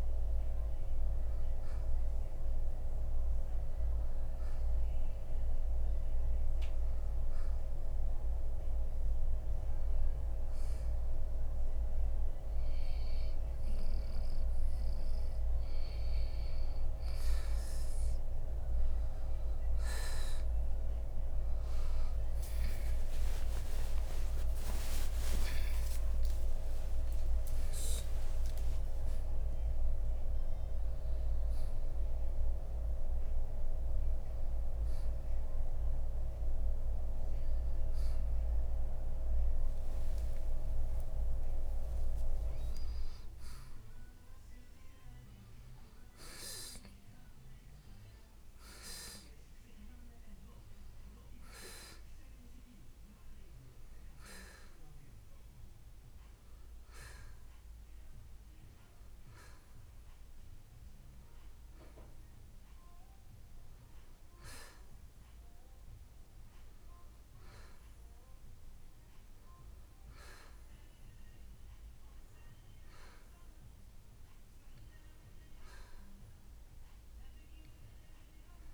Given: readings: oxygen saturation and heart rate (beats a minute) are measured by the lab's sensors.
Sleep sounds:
breathing in sleep by a room microphone; 1
3.00-21.00 s: oxygen desaturation (device-marked, oxygen 90% before, 86% lowest, heart rate 66 before, 61 extreme)
3.50-16.50 s: hypopnea (oxygen 94% before, 86% lowest, heart rate 66 before, 61 extreme, up 17 after)
21.00-27.00 s: arousal
34.00-52.00 s: oxygen desaturation (device-marked, oxygen 93% before, 87% lowest, heart rate 77 before, 61 extreme)
40.50-45.50 s: arousal
From the record:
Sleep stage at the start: N2 (light sleep); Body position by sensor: on the right side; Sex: male

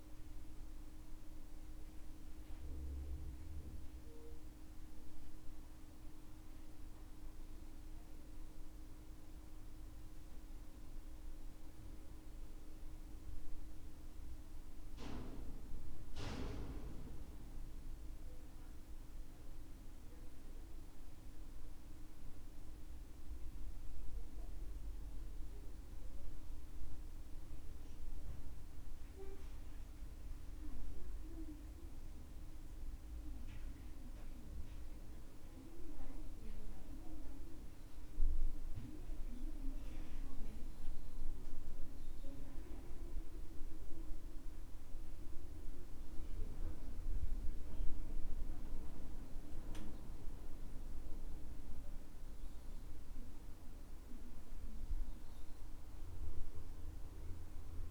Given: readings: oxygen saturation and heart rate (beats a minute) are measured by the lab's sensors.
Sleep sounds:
breathing in sleep by a room microphone; none
none scored
From the record:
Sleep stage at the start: N2 (light sleep); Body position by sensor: on the back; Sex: male

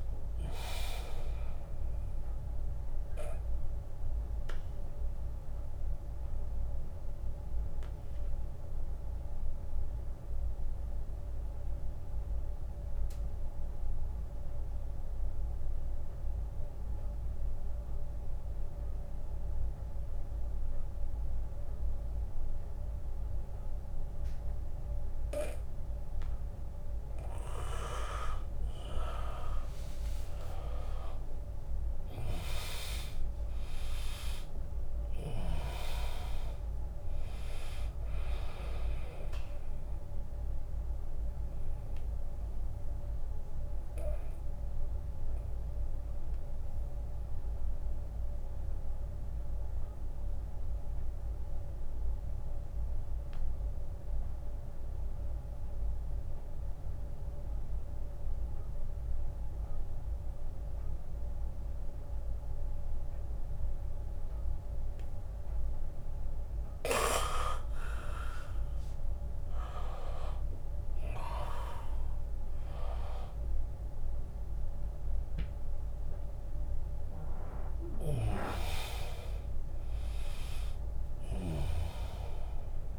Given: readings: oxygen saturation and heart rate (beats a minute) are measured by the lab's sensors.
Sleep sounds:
breathing in sleep by a room microphone; 2
0.00-4.00 s: drop in pulse transit time (device-marked, heart rate 67 extreme)
0.00-20.00 s: oxygen desaturation (device-marked, oxygen 79% lowest, heart rate 53 extreme)
2.00-4.00 s: long interval between heartbeats (device-marked, heart rate 67 before, 67 extreme)
2.00-26.00 s: mixed apnea (oxygen 100% before, 79% lowest, heart rate 67 before, 53 extreme, up 11 after)
6.00-8.00 s: long interval between heartbeats (device-marked, heart rate 70 before, 63 extreme)
7.00-13.00 s: bradycardia (device-marked, heart rate 77 before, 53 extreme)
8.00-10.00 s: long interval between heartbeats (device-marked, heart rate 71 before, 64 extreme)
18.50-20.50 s: long interval between heartbeats (device-marked, heart rate 65 before, 75 extreme)
28.50-30.50 s: long interval between heartbeats (device-marked, heart rate 66 before, 76 extreme)
28.50-32.00 s: arousal
30.00-42.00 s: drop in pulse transit time (device-marked, heart rate 67 before, 63 extreme)
30.00-54.00 s: oxygen desaturation (device-marked, oxygen 100% before, 84% lowest, heart rate 67 before, 57 extreme)
37.00-39.00 s: long interval between heartbeats (device-marked, heart rate 71 before, 72 extreme)
39.00-65.00 s: obstructive apnea (oxygen 100% before, 81% lowest, heart rate 71 before, 57 extreme, up 23 after)
45.00-47.00 s: long interval between heartbeats (device-marked, heart rate 73 before, 68 extreme)
49.50-51.50 s: long interval between heartbeats (device-marked, heart rate 71 before, 70 extreme)
61.00-64.00 s: bradycardia (device-marked, heart rate 76 before, 73 extreme)
67.00-70.00 s: arousal
68.00-82.99 s: oxygen desaturation (device-marked, oxygen 100% before, 81% lowest, heart rate 71 before, 66 extreme)
69.00-71.00 s: long interval between heartbeats (device-marked, heart rate 71 before, 70 extreme)
71.00-82.99 s: drop in pulse transit time (device-marked, heart rate 71 before, 68 extreme)
74.50-76.50 s: long interval between heartbeats (device-marked, heart rate 73 before, 77 extreme)
From the record:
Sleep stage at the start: N2 (light sleep); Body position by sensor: on the back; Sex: male

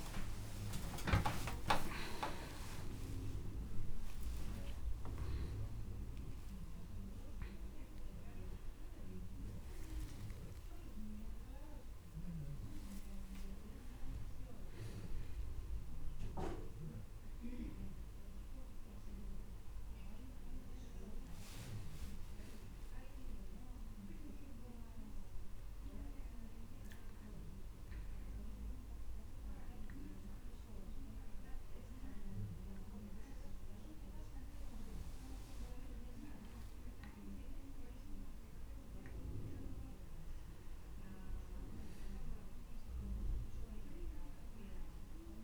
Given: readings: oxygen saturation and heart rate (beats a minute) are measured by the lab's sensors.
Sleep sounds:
a person awake in a sleep study, by a room microphone; none
none scored
From the record:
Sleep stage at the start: awake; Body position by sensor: on the back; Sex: male

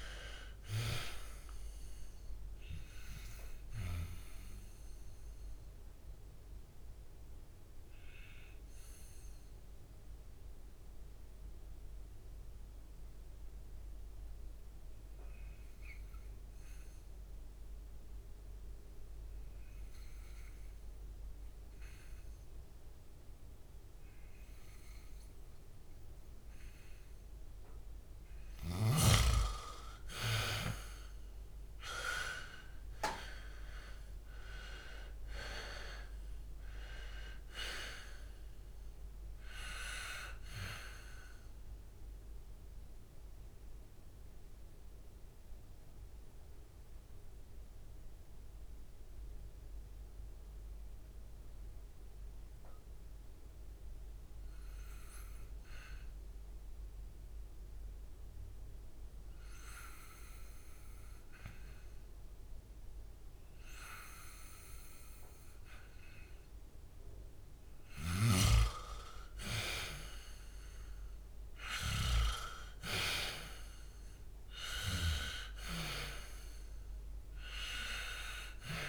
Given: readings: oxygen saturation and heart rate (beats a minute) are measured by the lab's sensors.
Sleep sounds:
breathing in sleep by a room microphone; 2
0.00-27.00 s: oxygen desaturation (device-marked, oxygen 89% lowest, heart rate 60 extreme)
4.50-28.50 s: obstructive apnea (oxygen 99% before, 86% lowest, heart rate 72 before, 60 extreme, up 9 after)
32.00-37.00 s: arousal
32.00-66.00 s: oxygen desaturation (device-marked, oxygen 99% before, 86% lowest, heart rate 64 before, 62 extreme)
42.00-68.00 s: mixed apnea (oxygen 99% before, 86% lowest, heart rate 70 before, 62 extreme, up 6 after)
70.00-75.00 s: arousal
71.00-78.89 s: oxygen desaturation (device-marked, oxygen 99% before, 89% lowest, heart rate 65 before, 63 extreme)
From the record:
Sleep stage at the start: N2 (light sleep); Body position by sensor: on the back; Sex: male

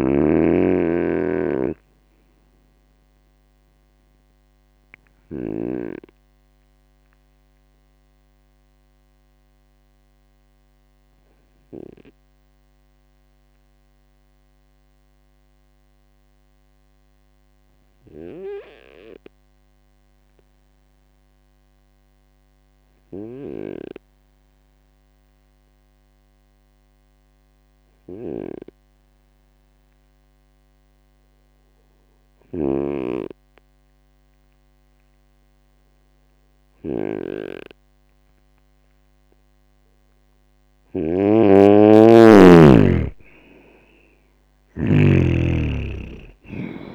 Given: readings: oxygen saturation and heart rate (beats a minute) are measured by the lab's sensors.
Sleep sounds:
breathing in sleep by a microphone on the trachea; 1
0.00-5.50 s: snoring (device-marked)
0.50-40.00 s: obstructive apnea (oxygen 99% before, 93% lowest, heart rate 71 before, 56 extreme, up 15 after)
14.50-25.50 s: oxygen desaturation (device-marked, oxygen 96% before, 93% lowest, heart rate 69 before, 56 extreme)
23.00-45.00 s: snoring (device-marked)
42.50-45.50 s: arousal
From the record:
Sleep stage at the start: N2 (light sleep); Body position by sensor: on the right side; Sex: male

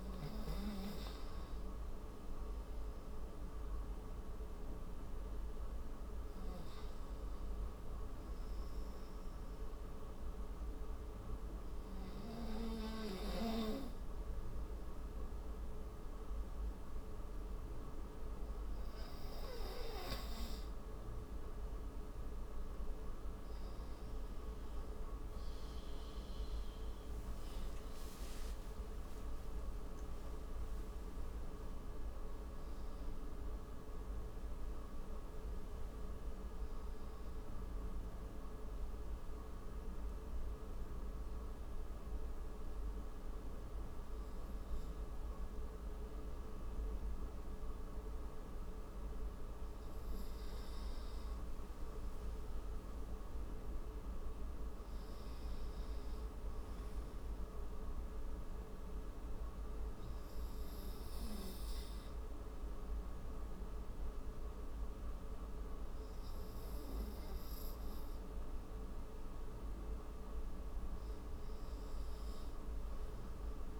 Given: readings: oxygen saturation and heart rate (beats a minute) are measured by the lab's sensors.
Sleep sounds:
breathing in sleep, hard to hear, by a room microphone; 2
0.50-4.00 s: arousal
9.00-19.50 s: obstructive apnea (oxygen 97% before, 92% lowest)
25.50-30.50 s: arousal
37.50-49.50 s: hypopnea (oxygen 95% before, 92% lowest)
39.50-51.50 s: tachycardia (device-marked, heart rate 39 before, 194 extreme)
52.00-55.50 s: arousal
From the record:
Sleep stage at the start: N2 (light sleep); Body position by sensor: on the right side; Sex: male

